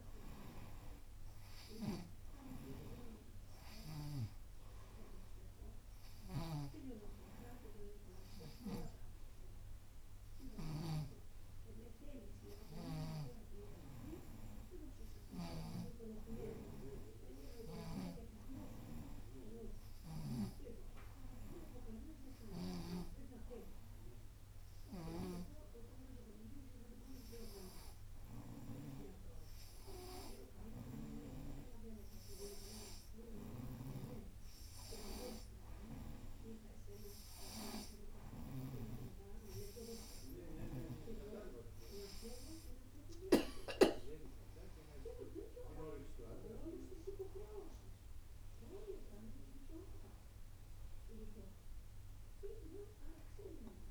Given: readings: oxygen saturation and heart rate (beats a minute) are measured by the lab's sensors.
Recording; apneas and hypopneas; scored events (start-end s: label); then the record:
breathing in sleep by a room microphone; none
6.00-11.00 s: snoring (device-marked)
18.00-23.00 s: snoring (device-marked)
25.00-39.00 s: snoring (device-marked)
46.50-51.00 s: arousal
From the record:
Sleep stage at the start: N2 (light sleep); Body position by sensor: on the right side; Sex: female